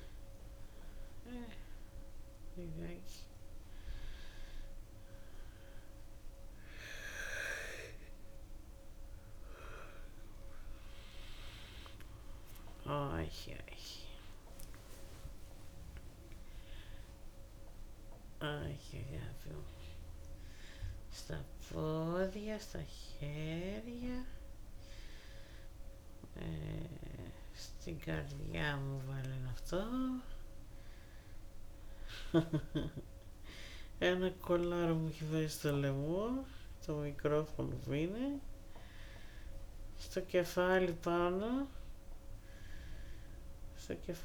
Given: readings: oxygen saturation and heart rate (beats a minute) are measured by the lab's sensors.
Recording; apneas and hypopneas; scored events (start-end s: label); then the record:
breathing in sleep by a room microphone; none
21.50-32.50 s: snoring (device-marked)
39.50-44.00 s: snoring (device-marked)
From the record:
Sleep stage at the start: N2 (light sleep); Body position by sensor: on the back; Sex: female